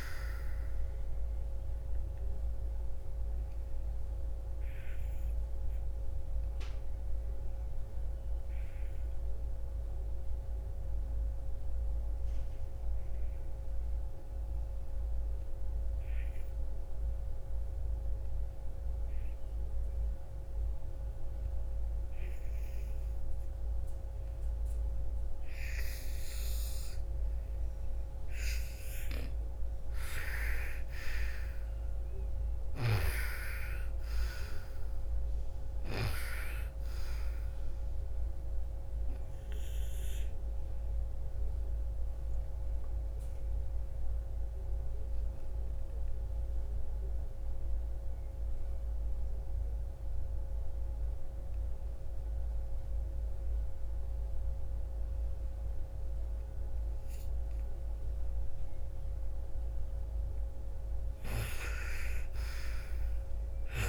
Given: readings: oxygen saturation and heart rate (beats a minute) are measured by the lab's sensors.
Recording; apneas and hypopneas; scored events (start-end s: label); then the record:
breathing in sleep by a room microphone; 2
0.00-17.00 s: oxygen desaturation (device-marked, oxygen 82% lowest, heart rate 47 extreme)
2.50-27.50 s: obstructive apnea (oxygen 97% before, 82% lowest, heart rate 62 before, 47 extreme, up 25 after)
29.00-32.50 s: arousal
31.00-50.00 s: oxygen desaturation (device-marked, oxygen 99% before, 85% lowest, heart rate 54 before, 46 extreme)
39.50-59.00 s: obstructive apnea (oxygen 99% before, 85% lowest, heart rate 59 before, 46 extreme, up 24 after)
61.00-63.89 s: arousal
From the record:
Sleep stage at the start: N2 (light sleep); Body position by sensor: on the front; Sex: female